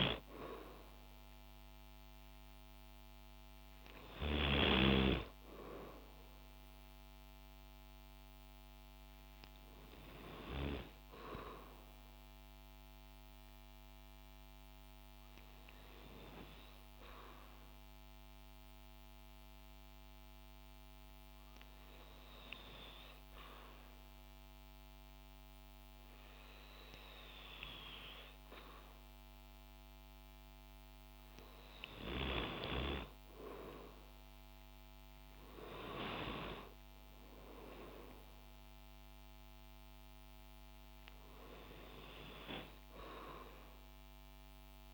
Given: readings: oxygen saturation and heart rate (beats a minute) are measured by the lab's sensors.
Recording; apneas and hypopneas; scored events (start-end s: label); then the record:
breathing in sleep by a microphone on the trachea; 1
13.50-29.00 s: hypopnea (oxygen 94% before, 88% lowest, heart rate 58 before, 54 extreme, up 8 after)
32.00-35.50 s: arousal
33.50-44.94 s: oxygen desaturation (device-marked, oxygen 95% before, 91% lowest, heart rate 55 before, 54 extreme)
39.50-44.94 s: new sleep stage, REM sleep
From the record:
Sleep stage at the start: N2 (light sleep); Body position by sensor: on the back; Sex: female